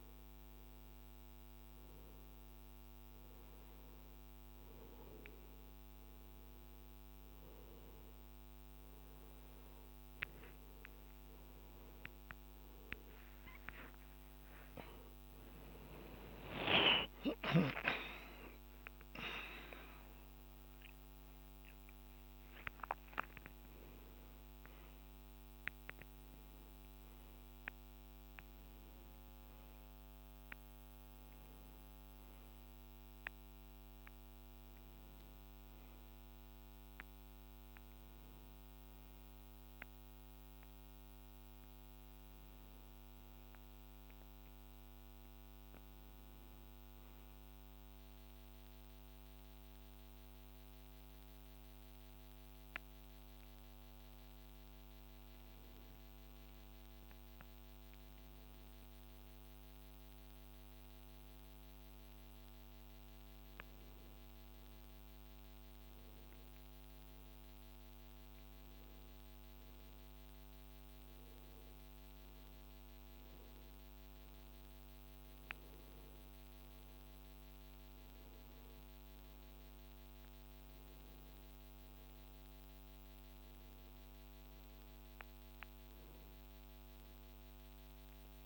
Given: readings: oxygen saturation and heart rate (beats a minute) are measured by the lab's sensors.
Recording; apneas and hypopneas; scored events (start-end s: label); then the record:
a person partly awake in a sleep study, by a microphone on the trachea; none
7.00-37.00 s: new sleep stage, awake
37.00-88.46 s: new sleep stage, N1 (lightest sleep)
From the record:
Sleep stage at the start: N1 (lightest sleep); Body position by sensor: on the right side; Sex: male